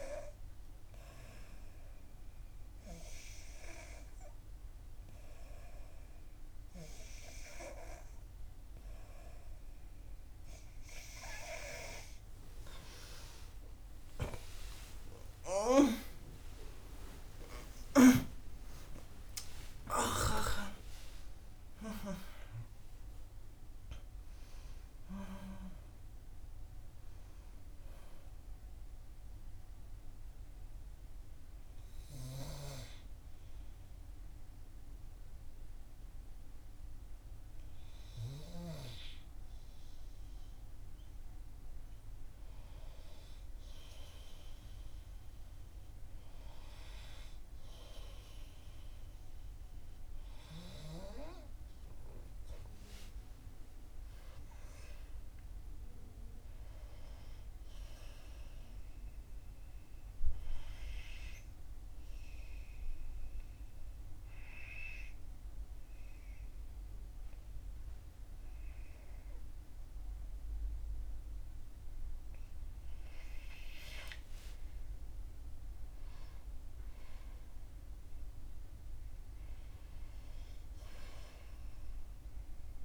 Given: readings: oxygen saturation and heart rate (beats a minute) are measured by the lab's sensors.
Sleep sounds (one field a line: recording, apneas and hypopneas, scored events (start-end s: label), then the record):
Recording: breathing in sleep by a room microphone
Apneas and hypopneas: 1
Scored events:
1.00-22.00 s: oxygen desaturation (device-marked, oxygen 94% before, 89% lowest, heart rate 63 before, 64 extreme)
13.50-20.00 s: arousal
17.50-19.50 s: long interval between heartbeats (device-marked, heart rate 65 before, 79 extreme)
18.00-82.85 s: new sleep stage, N2 (light sleep)
24.00-29.00 s: oxygen desaturation (device-marked, oxygen 91% before, 88% lowest, heart rate 71 before, 66 extreme)
53.00-57.50 s: arousal
61.50-73.00 s: obstructive apnea (oxygen 97% before, 93% lowest, heart rate 66 before, 58 extreme, up 8 after)
74.00-78.00 s: arousal
From the record:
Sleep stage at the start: N3 (deep sleep)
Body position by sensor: on the back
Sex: female